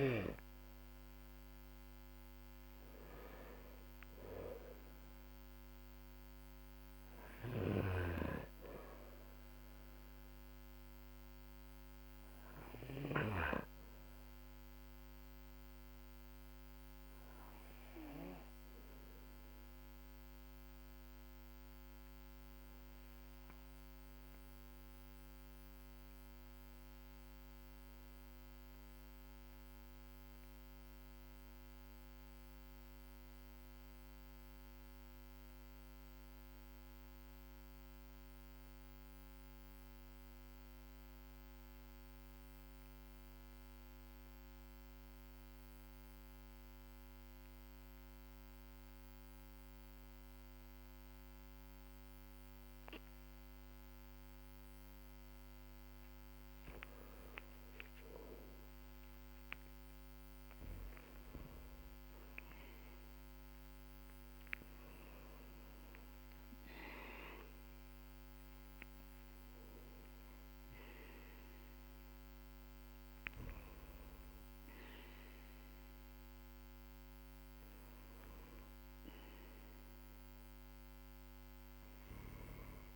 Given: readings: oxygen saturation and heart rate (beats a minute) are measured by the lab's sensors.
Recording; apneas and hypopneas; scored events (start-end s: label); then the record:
breathing in sleep by a microphone on the trachea; 1
0.00-36.00 s: oxygen desaturation (device-marked, oxygen 92% lowest, heart rate 43 extreme)
6.50-12.50 s: snoring (device-marked)
14.00-55.50 s: obstructive apnea (oxygen 99% before, 92% lowest, heart rate 51 before, 45 extreme, up 12 after)
53.00-72.00 s: oxygen desaturation (device-marked, oxygen 99% before, 94% lowest, heart rate 53 before, 45 extreme)
57.00-61.00 s: arousal
From the record:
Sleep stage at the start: REM sleep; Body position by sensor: on the back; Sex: male